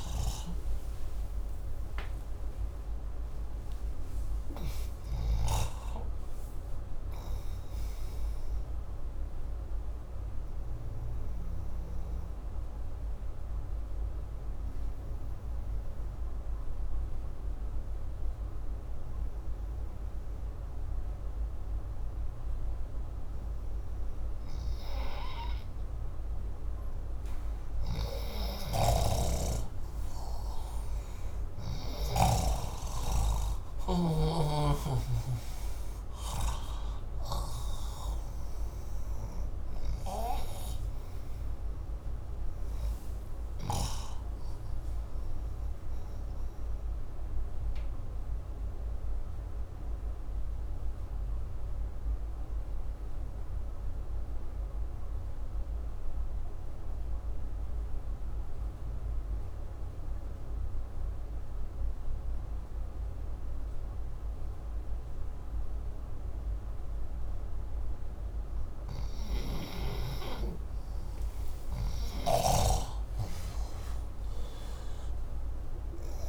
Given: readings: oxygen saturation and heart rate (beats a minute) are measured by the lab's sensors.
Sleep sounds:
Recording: breathing in sleep by a room microphone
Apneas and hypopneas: 2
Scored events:
0.00-3.50 s: arousal
0.00-5.50 s: oxygen desaturation (device-marked, oxygen 92% lowest, heart rate 63 extreme)
12.50-24.00 s: obstructive apnea (oxygen 96% before, 86% lowest, heart rate 85 before, 63 extreme, up 6 after)
27.50-32.00 s: arousal
28.00-32.00 s: snoring (device-marked)
41.50-55.50 s: oxygen desaturation (device-marked, oxygen 96% before, 86% lowest, heart rate 67 before, 62 extreme)
49.00-68.50 s: obstructive apnea (oxygen 96% before, 86% lowest, heart rate 69 before, 62 extreme, up 8 after)
71.00-76.00 s: arousal
From the record:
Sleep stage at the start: N2 (light sleep)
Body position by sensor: upright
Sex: male

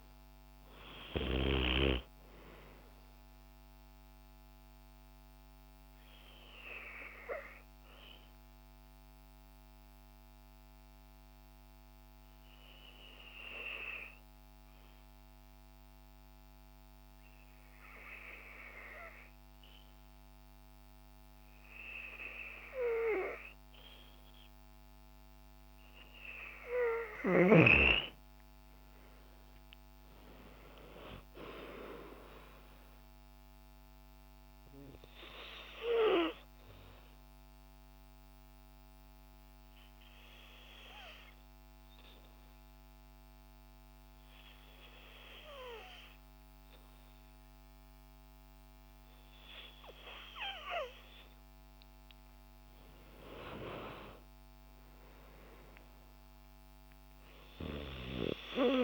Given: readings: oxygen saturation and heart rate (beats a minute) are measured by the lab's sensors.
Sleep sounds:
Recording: breathing in sleep by a microphone on the trachea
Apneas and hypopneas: 2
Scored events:
8.50-24.00 s: obstructive apnea (oxygen 96% before, 92% lowest, heart rate 65 before, 54 extreme, up 32 after)
28.00-31.00 s: arousal
33.00-55.00 s: oxygen desaturation (device-marked, oxygen 97% before, 92% lowest, heart rate 67 before, 53 extreme)
35.50-50.00 s: obstructive apnea (oxygen 97% before, 92% lowest, heart rate 71 before, 53 extreme, up 10 after)
53.00-57.00 s: arousal
From the record:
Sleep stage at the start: N2 (light sleep)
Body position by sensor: on the back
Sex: female

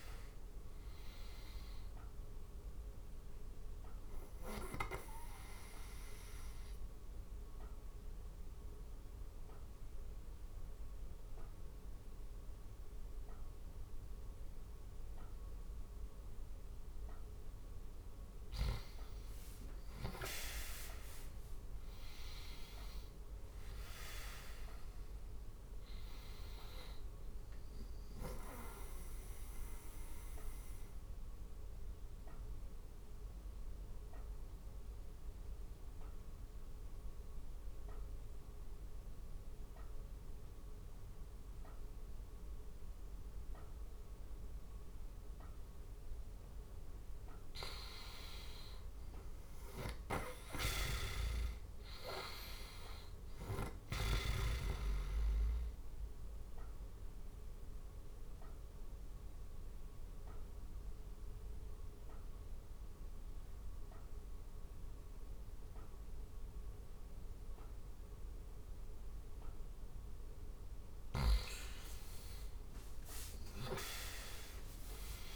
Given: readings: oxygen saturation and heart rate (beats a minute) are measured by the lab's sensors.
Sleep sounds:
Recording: breathing in sleep by a room microphone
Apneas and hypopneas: 3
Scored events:
2.00-21.00 s: oxygen desaturation (device-marked, oxygen 95% before, 90% lowest, heart rate 80 before, 74 extreme)
3.00-16.50 s: obstructive apnea (oxygen 95% before, 90% lowest, heart rate 80 before, 74 extreme, up 7 after)
19.00-23.50 s: arousal
28.50-45.50 s: obstructive apnea (oxygen 97% before, 92% lowest, heart rate 77 before, 76 extreme, up 2 after)
47.00-50.50 s: arousal
49.00-53.50 s: snoring (device-marked)
52.00-75.00 s: oxygen desaturation (device-marked, oxygen 97% before, 92% lowest, heart rate 78 before, 71 extreme)
56.00-69.50 s: obstructive apnea (oxygen 97% before, 89% lowest, heart rate 78 before, 72 extreme, up 9 after)
71.50-75.00 s: arousal
From the record:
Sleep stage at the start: N2 (light sleep)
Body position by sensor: on the right side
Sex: male

